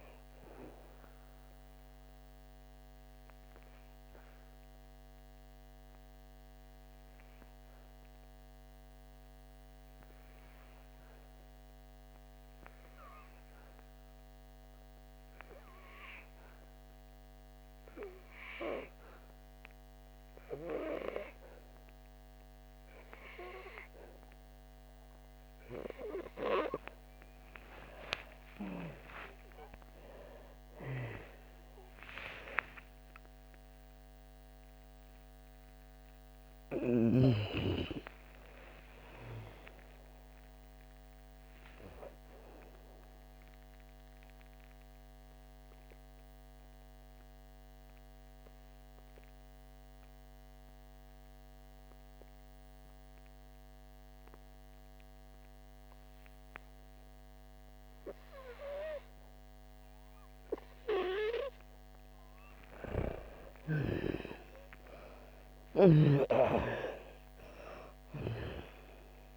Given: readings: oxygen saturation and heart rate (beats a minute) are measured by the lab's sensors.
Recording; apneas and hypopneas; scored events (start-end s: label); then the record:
breathing in sleep by a microphone on the trachea; 2
0.00-10.50 s: oxygen desaturation (device-marked, oxygen 85% lowest, heart rate 56 extreme)
1.50-27.50 s: obstructive apnea (oxygen 98% before, 84% lowest, heart rate 75 before, 56 extreme, up 7 after)
28.50-34.00 s: arousal
32.50-58.50 s: oxygen desaturation (device-marked, oxygen 97% before, 89% lowest, heart rate 65 before, 58 extreme)
46.00-62.00 s: obstructive apnea (oxygen 99% before, 84% lowest, heart rate 72 before, 57 extreme, up 7 after)
63.50-69.00 s: arousal
66.00-69.36 s: snoring (device-marked)
From the record:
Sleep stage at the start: N2 (light sleep); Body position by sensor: on the back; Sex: female